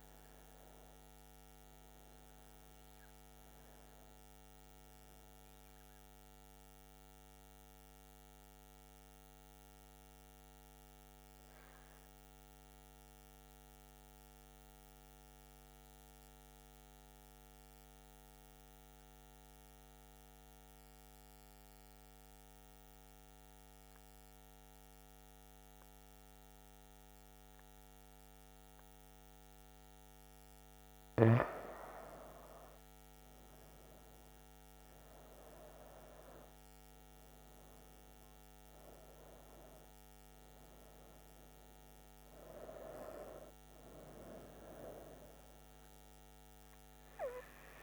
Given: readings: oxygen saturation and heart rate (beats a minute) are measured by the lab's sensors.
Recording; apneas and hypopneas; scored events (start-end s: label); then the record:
breathing in sleep by a microphone on the trachea; 1
0.00-7.00 s: oxygen desaturation (device-marked, oxygen 93% lowest, heart rate 62 extreme)
7.00-29.00 s: mixed apnea (oxygen 97% before, 92% lowest, heart rate 77 before, 62 extreme, up 8 after)
26.00-47.83 s: oxygen desaturation (device-marked, oxygen 99% before, 92% lowest, heart rate 63 before, 63 extreme)
32.00-36.50 s: arousal
From the record:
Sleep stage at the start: N2 (light sleep); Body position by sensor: on the right side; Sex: female